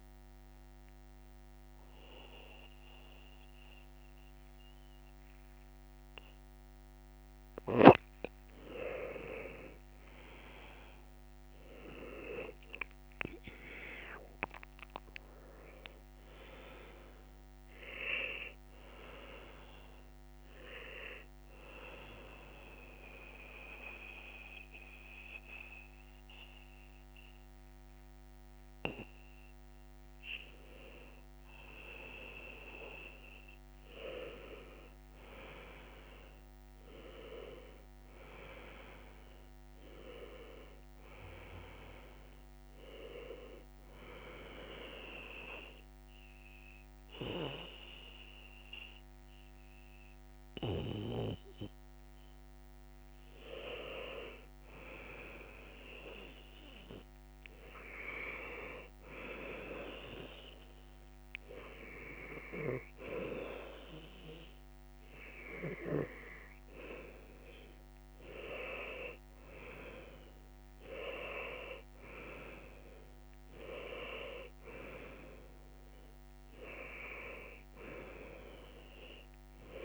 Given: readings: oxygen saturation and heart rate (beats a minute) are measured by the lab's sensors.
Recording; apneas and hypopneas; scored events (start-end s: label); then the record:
a person partly awake in a sleep study, by a microphone on the trachea; 1
8.00-79.85 s: new sleep stage, N1 (lightest sleep)
27.00-38.00 s: oxygen desaturation (device-marked, oxygen 99% before, 95% lowest, heart rate 77 before, 73 extreme)
43.50-53.50 s: obstructive apnea (oxygen 99% before, 93% lowest, heart rate 74 before, 73 extreme, up 1 after)
57.00-61.00 s: arousal
From the record:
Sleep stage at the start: awake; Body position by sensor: on the back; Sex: male